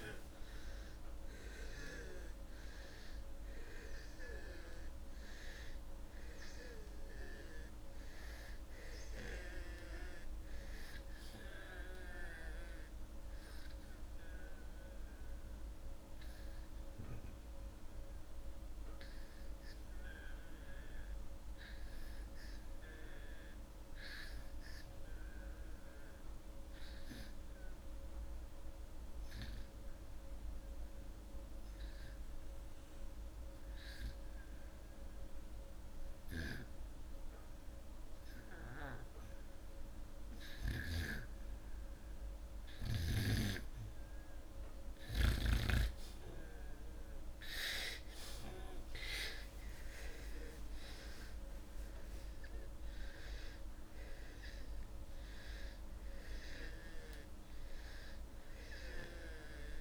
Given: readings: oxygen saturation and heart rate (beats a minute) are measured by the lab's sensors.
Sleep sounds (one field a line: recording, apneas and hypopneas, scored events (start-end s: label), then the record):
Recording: breathing in sleep by a room microphone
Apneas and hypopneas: 1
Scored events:
3.50-28.50 s: oxygen desaturation (device-marked, oxygen 97% before, 90% lowest)
26.00-42.00 s: obstructive apnea (oxygen 97% before, 92% lowest)
47.50-51.00 s: arousal
53.50-59.81 s: oxygen desaturation (device-marked, oxygen 98% before, 92% lowest)
From the record:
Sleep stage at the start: REM sleep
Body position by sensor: upright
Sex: male